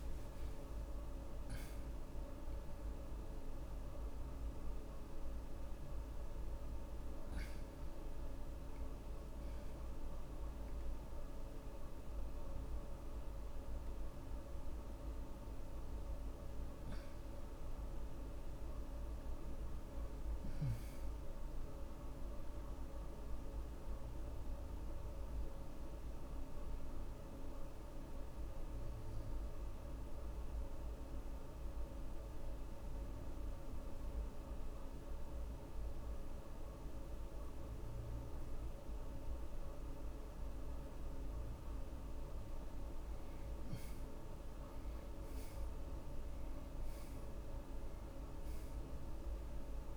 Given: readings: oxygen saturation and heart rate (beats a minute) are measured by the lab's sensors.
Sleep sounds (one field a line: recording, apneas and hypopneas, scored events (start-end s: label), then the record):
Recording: breathing in sleep, hard to hear, by a room microphone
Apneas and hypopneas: 1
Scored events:
0.00-18.50 s: oxygen desaturation (device-marked, oxygen 79% lowest)
30.00-40.00 s: obstructive apnea (oxygen 97% before, 77% lowest)
33.50-49.97 s: oxygen desaturation (device-marked, oxygen 97% before, 77% lowest)
42.00-45.50 s: arousal
From the record:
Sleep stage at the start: N2 (light sleep)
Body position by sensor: on the back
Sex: male